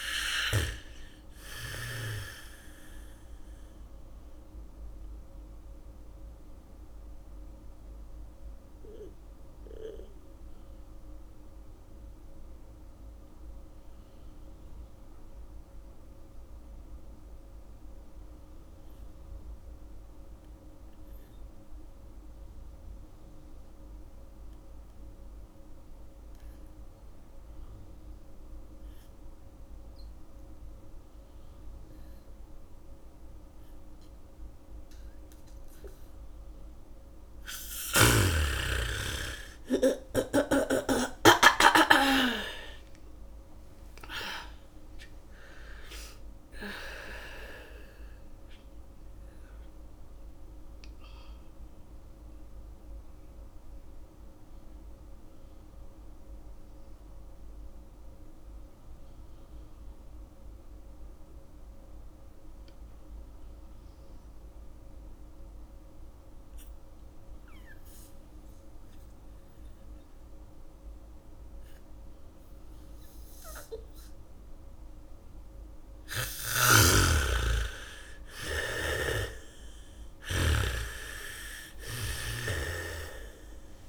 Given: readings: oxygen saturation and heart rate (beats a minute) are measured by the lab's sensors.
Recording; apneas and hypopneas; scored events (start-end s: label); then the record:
breathing in sleep by a room microphone; 2
0.00-17.50 s: oxygen desaturation (device-marked, oxygen 79% lowest, heart rate 47 extreme)
4.50-36.50 s: mixed apnea (oxygen 97% before, 77% lowest, heart rate 55 before, 28 extreme, up 0 after)
29.50-45.50 s: bradycardia (device-marked, heart rate 69 before, 28 extreme)
29.50-65.50 s: oxygen desaturation (device-marked, oxygen 99% before, 77% lowest, heart rate 73 before, 28 extreme)
38.50-43.00 s: arousal
51.00-75.50 s: mixed apnea (oxygen 99% before, 77% lowest, heart rate 55 before, 46 extreme)
72.50-80.50 s: bradycardia (device-marked, heart rate 68 before, 46 extreme)
76.50-81.00 s: snoring (device-marked)
77.50-81.50 s: arousal
80.50-83.89 s: oxygen desaturation (device-marked, oxygen 98% before, 81% lowest, heart rate 66 before, 48 extreme)
From the record:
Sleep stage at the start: N2 (light sleep); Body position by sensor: on the back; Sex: female